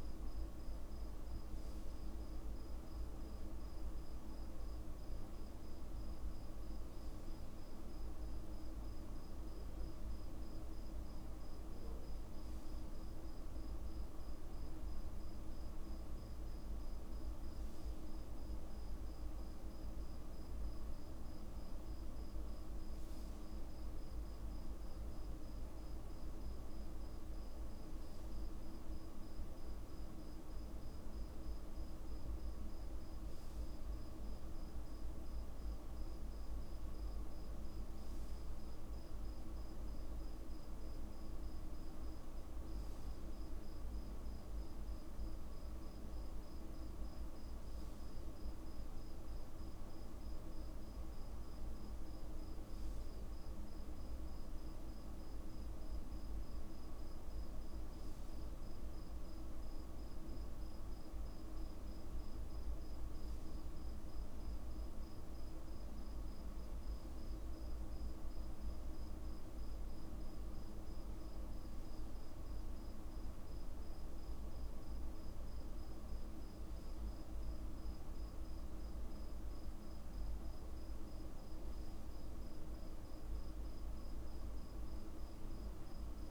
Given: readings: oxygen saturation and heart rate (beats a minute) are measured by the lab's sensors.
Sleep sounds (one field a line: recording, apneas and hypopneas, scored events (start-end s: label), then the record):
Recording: breathing in sleep, hard to hear, by a room microphone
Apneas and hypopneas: none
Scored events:
none scored
From the record:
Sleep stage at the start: N2 (light sleep)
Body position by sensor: on the back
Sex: male